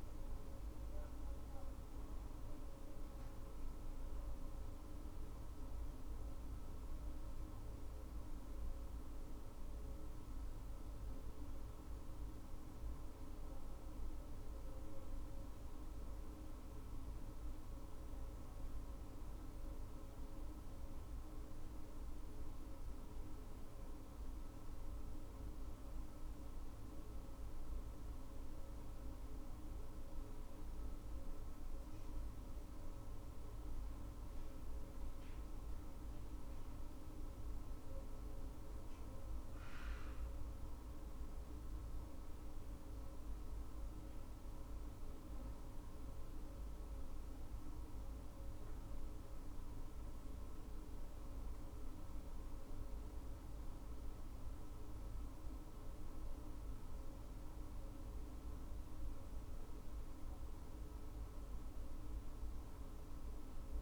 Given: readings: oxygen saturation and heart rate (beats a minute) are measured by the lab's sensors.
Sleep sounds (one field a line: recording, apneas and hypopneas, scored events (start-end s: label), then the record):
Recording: breathing in sleep, hard to hear, by a room microphone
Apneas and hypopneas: none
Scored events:
none scored
From the record:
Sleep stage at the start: N2 (light sleep)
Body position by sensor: on the right side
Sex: female